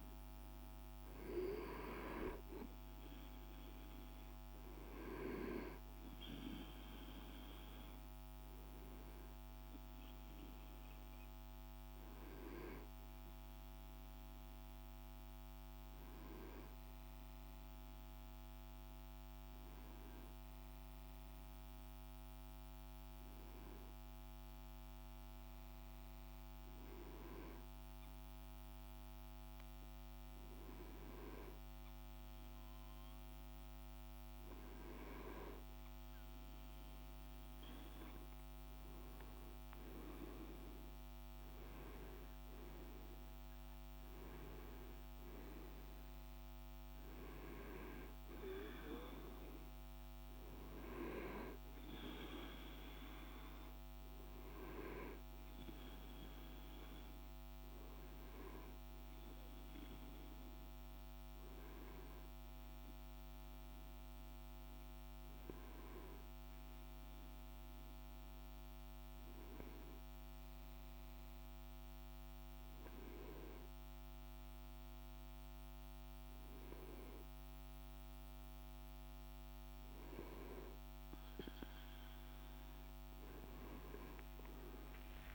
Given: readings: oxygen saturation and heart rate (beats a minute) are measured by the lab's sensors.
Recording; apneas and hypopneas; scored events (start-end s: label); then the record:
breathing in sleep by a microphone on the trachea; 2
0.00-15.50 s: oxygen desaturation (device-marked, oxygen 93% lowest, heart rate 50 extreme)
14.00-33.00 s: hypopnea (oxygen 98% before, 94% lowest, heart rate 53 before, 50 extreme, up 3 after)
37.00-42.00 s: arousal
60.50-79.00 s: hypopnea (oxygen 96% before, 93% lowest, heart rate 61 before, 51 extreme, up 21 after)
82.50-85.35 s: arousal
From the record:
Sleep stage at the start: N2 (light sleep); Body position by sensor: on the back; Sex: male